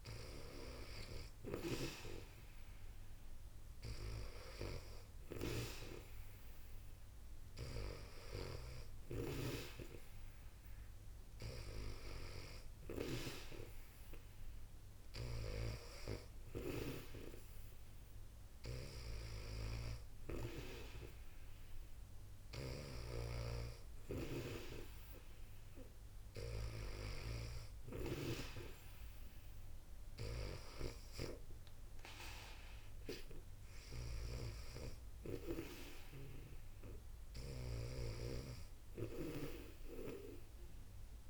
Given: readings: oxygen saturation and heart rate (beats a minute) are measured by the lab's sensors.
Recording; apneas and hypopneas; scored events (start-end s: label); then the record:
breathing in sleep by a room microphone; none
0.00-1.50 s: snoring (device-marked)
15.00-28.00 s: snoring (device-marked)
30.00-37.50 s: snoring (device-marked)
From the record:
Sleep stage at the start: N2 (light sleep); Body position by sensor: on the back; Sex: female